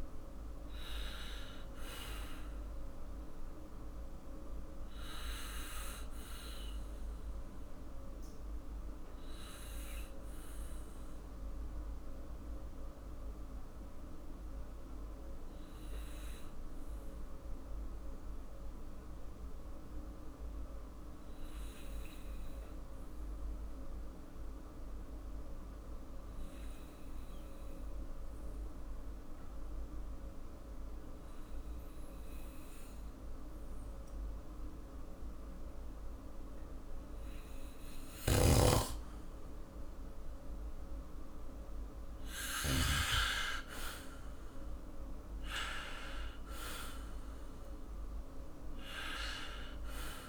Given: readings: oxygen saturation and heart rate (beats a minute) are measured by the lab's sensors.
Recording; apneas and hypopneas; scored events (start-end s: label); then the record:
breathing in sleep by a room microphone; 1
4.00-36.50 s: obstructive apnea (oxygen 99% before, 96% lowest, heart rate 57 before, 50 extreme, up 3 after)
20.00-35.00 s: oxygen desaturation (device-marked, oxygen 99% before, 96% lowest, heart rate 55 before, 52 extreme)
37.50-42.50 s: snoring (device-marked)
39.00-43.00 s: arousal
From the record:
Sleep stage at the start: N2 (light sleep); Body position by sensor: on the back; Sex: male